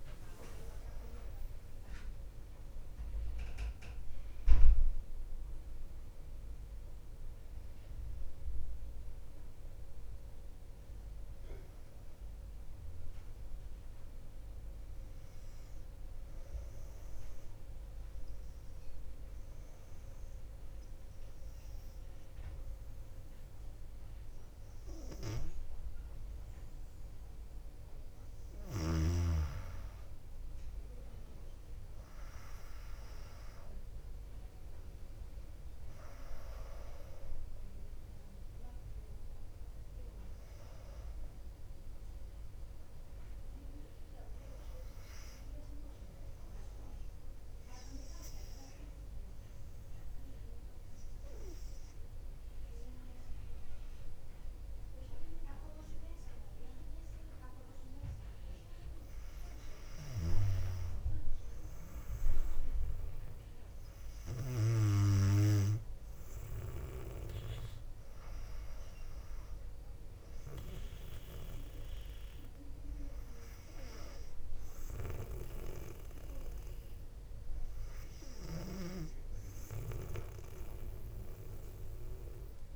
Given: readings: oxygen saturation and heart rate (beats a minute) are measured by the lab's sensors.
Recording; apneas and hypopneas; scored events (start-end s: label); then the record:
breathing in sleep by a room microphone; 2
0.00-4.00 s: arousal
18.50-29.50 s: obstructive apnea (oxygen 98% before, 96% lowest, heart rate 62 before, 58 extreme, up 2 after)
36.00-40.50 s: arousal
48.00-59.00 s: obstructive apnea (oxygen 99% before, 96% lowest, heart rate 59 before, 58 extreme, up 3 after)
65.00-69.50 s: arousal
From the record:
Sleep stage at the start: N2 (light sleep); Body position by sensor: on the back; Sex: female